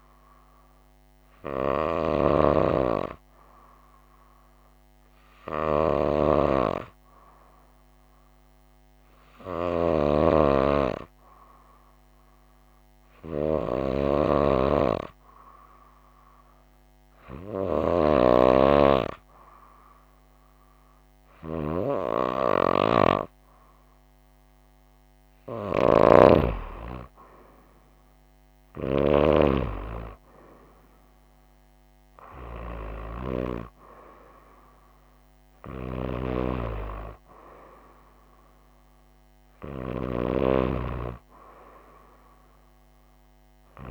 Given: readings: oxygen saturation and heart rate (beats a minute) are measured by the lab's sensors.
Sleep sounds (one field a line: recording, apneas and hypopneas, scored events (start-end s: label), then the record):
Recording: breathing in sleep by a microphone on the trachea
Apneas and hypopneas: 1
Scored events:
5.50-22.00 s: hypopnea (oxygen 96% before, 94% lowest, heart rate 62 before, 53 extreme, up 4 after)
23.00-27.00 s: arousal
From the record:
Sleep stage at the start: N2 (light sleep)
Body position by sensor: on the right side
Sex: female